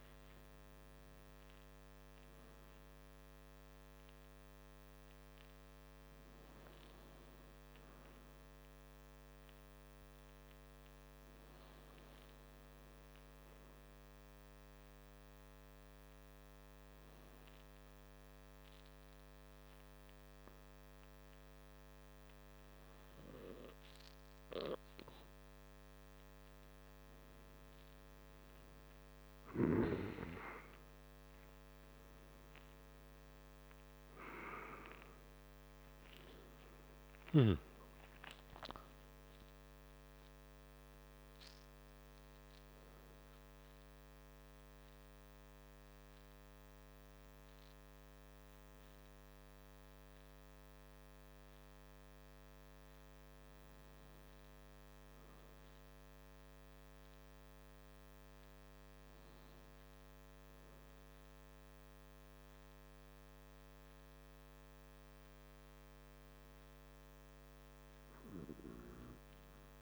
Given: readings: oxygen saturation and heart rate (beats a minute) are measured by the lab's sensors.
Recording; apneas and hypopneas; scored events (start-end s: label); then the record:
breathing in sleep by a microphone on the trachea; 1
9.00-25.50 s: hypopnea (oxygen 97% before, 93% lowest, heart rate 55 before, 45 extreme, up 5 after)
29.00-56.00 s: oxygen desaturation (device-marked, oxygen 96% before, 93% lowest, heart rate 45 before, 44 extreme)
33.50-38.50 s: arousal
From the record:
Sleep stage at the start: N2 (light sleep); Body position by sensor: on the back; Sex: male